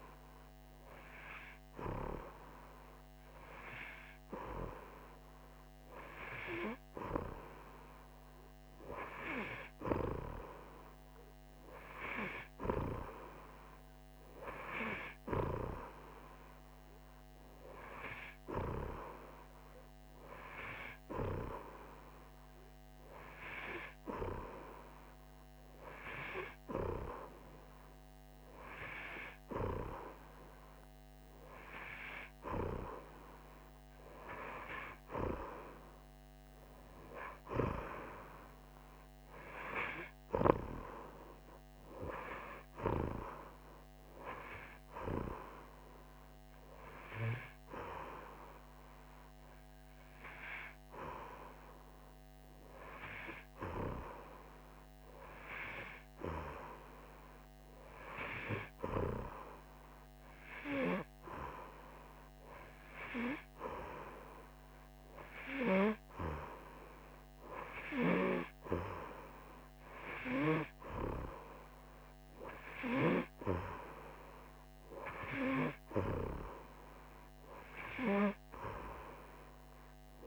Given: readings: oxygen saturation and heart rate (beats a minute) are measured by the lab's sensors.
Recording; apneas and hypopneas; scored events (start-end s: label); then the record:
breathing in sleep by a microphone on the trachea; none
none scored
From the record:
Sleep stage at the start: N2 (light sleep); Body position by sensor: on the right side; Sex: female